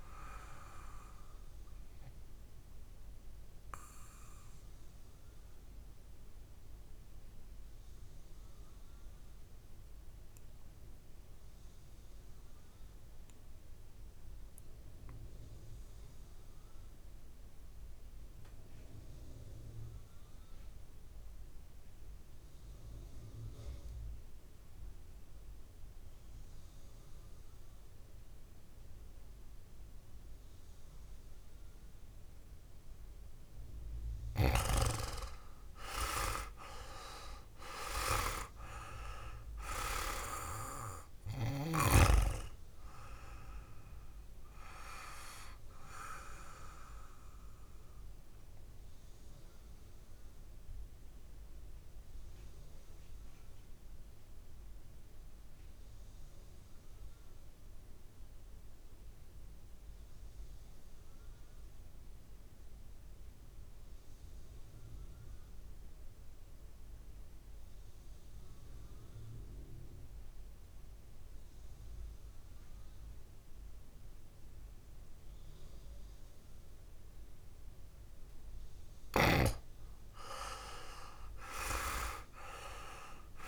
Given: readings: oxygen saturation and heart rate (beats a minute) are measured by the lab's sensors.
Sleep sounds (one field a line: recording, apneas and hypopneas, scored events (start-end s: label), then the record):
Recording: breathing in sleep by a room microphone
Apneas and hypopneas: 2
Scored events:
0.00-15.00 s: oxygen desaturation (device-marked, oxygen 88% lowest, heart rate 57 extreme)
4.50-34.00 s: mixed apnea (oxygen 100% before, 87% lowest, heart rate 62 before, 56 extreme, up 7 after)
30.00-61.00 s: oxygen desaturation (device-marked, oxygen 99% before, 87% lowest, heart rate 61 before, 56 extreme)
36.00-40.00 s: arousal
48.50-78.50 s: mixed apnea (oxygen 99% before, 87% lowest, heart rate 64 before, 56 extreme, up 6 after)
78.00-83.48 s: oxygen desaturation (device-marked, oxygen 99% before, 87% lowest, heart rate 59 before, 56 extreme)
81.00-83.48 s: arousal
From the record:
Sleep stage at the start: N2 (light sleep)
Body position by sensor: on the back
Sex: male